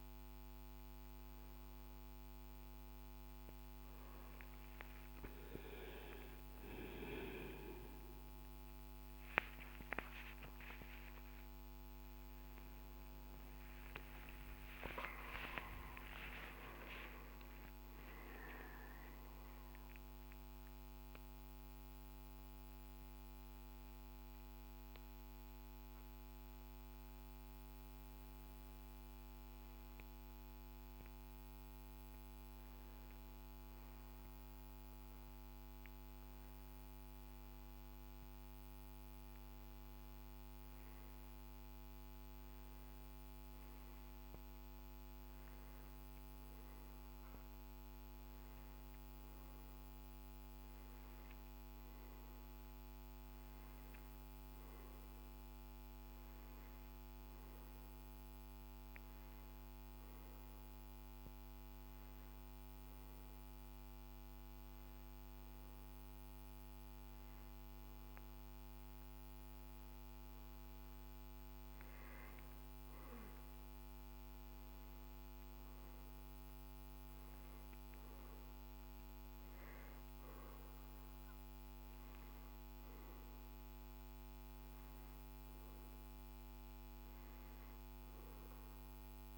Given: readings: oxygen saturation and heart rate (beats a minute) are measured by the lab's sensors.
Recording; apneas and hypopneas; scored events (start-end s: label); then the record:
a person partly awake in a sleep study, by a microphone on the trachea; 2
11.50-41.50 s: new sleep stage, N1 (lightest sleep)
22.50-38.50 s: hypopnea (oxygen 97% before, 92% lowest, heart rate 72 before, 56 extreme, up 5 after)
37.50-63.50 s: oxygen desaturation (device-marked, oxygen 98% before, 93% lowest, heart rate 64 before, 60 extreme)
41.50-46.50 s: arousal
41.50-89.38 s: new sleep stage, N2 (light sleep)
63.00-73.00 s: hypopnea (oxygen 98% before, 92% lowest, heart rate 66 before, 61 extreme, up 1 after)
From the record:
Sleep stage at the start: awake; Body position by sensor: on the back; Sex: male